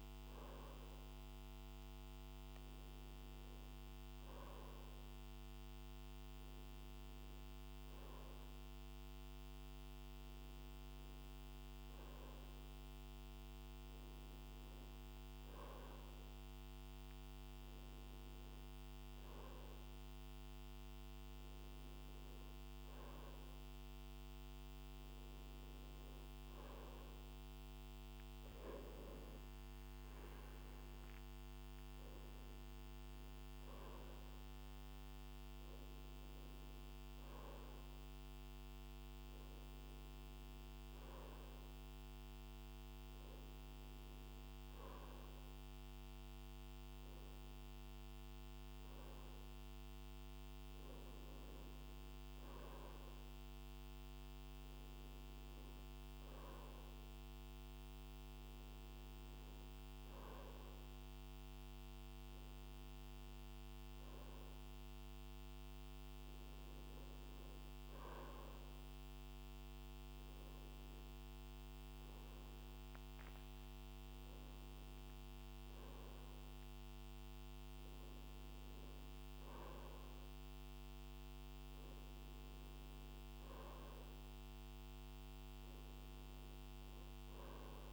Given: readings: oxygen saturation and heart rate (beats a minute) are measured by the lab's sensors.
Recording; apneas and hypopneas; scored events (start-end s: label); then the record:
breathing in sleep, hard to hear, by a microphone on the trachea; none
none scored
From the record:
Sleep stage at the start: N2 (light sleep); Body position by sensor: on the right side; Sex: male